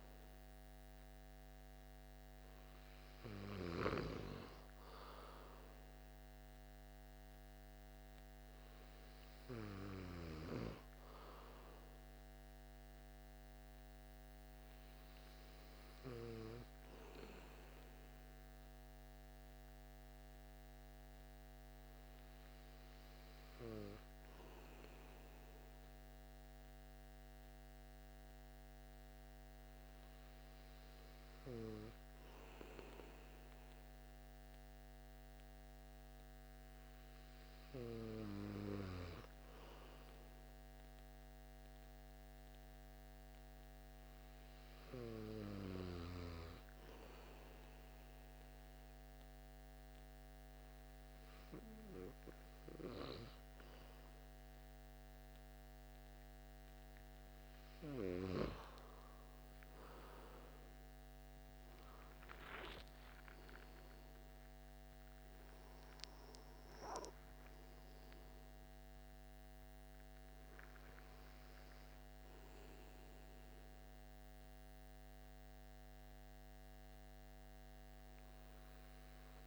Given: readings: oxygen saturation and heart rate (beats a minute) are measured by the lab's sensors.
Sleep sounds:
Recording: breathing in sleep by a microphone on the trachea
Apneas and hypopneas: 1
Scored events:
42.50-55.50 s: hypopnea (oxygen 96% before, 91% lowest)
61.00-65.00 s: arousal
71.50-77.50 s: oxygen desaturation (device-marked, oxygen 94% before, 91% lowest)
From the record:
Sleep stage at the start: N2 (light sleep)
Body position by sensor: on the right side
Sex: male

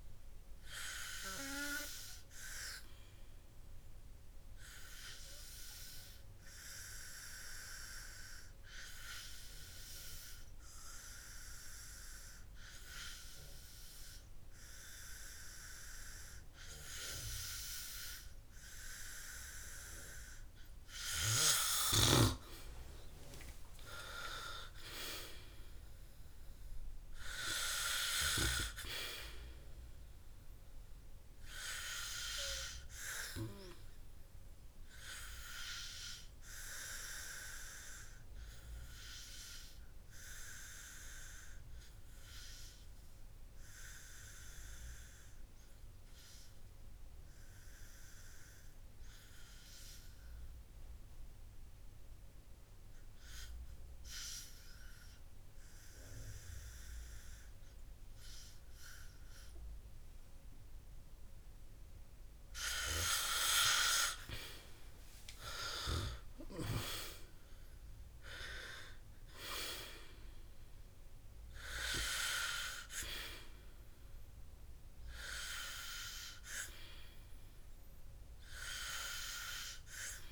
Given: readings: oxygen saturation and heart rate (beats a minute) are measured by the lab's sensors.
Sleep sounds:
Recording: breathing in sleep by a room microphone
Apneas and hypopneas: 1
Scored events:
24.00-27.50 s: arousal
48.50-62.00 s: obstructive apnea (oxygen 97% before, 93% lowest, heart rate 58 before, 48 extreme, up 14 after)
65.50-69.00 s: arousal
From the record:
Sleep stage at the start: N2 (light sleep)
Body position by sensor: on the back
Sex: male

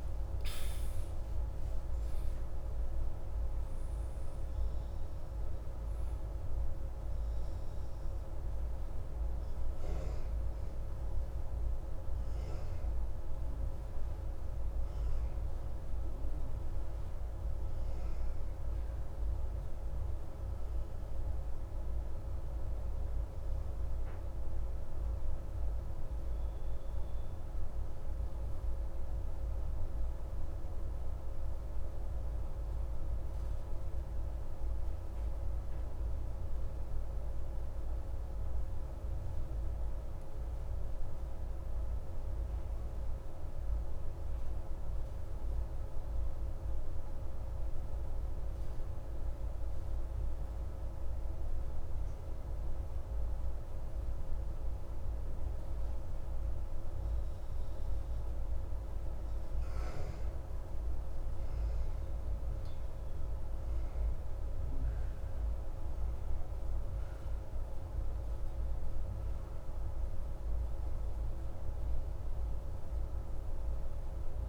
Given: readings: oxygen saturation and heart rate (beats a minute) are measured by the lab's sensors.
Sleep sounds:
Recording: breathing in sleep, hard to hear, by a room microphone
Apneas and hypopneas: 1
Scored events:
0.00-16.50 s: oxygen desaturation (device-marked, oxygen 94% lowest)
21.00-25.00 s: arousal
29.50-61.00 s: mixed apnea (oxygen 97% before, 95% lowest)
49.50-74.49 s: new sleep stage, N2 (light sleep)
63.00-67.00 s: arousal
64.50-74.49 s: oxygen desaturation (device-marked, oxygen 98% before, 95% lowest)
From the record:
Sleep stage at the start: N1 (lightest sleep)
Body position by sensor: on the back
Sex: male

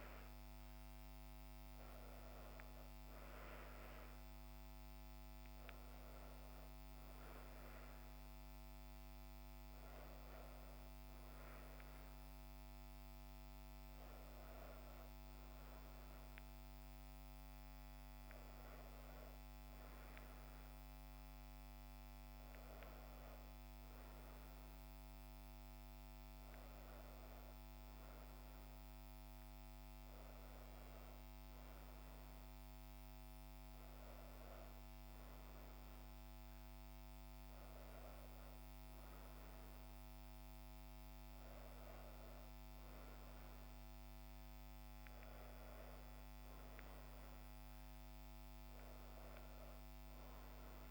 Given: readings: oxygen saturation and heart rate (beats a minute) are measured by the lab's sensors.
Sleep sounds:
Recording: breathing in sleep, hard to hear, by a microphone on the trachea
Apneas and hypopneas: none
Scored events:
none scored
From the record:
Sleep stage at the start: N2 (light sleep)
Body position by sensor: on the back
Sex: female

